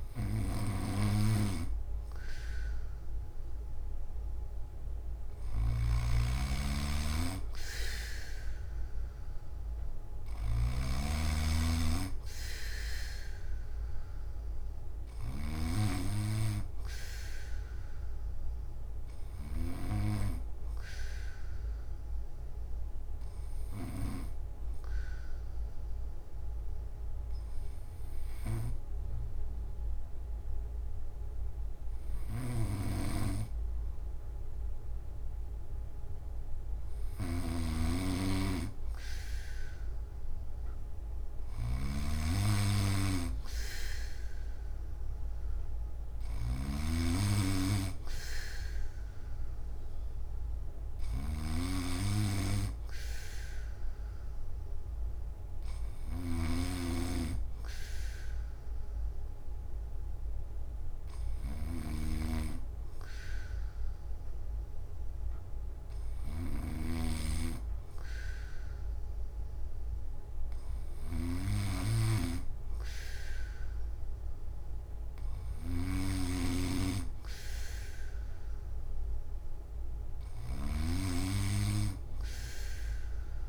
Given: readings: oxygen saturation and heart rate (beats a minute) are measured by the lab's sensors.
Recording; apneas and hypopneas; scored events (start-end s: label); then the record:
breathing in sleep by a room microphone; 1
5.00-15.50 s: snoring (device-marked)
21.00-36.50 s: hypopnea (oxygen 97% before, 93% lowest)
37.00-83.49 s: snoring (device-marked)
47.50-63.50 s: oxygen desaturation (device-marked, oxygen 97% before, 93% lowest)
From the record:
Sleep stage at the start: N2 (light sleep); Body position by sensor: on the back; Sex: male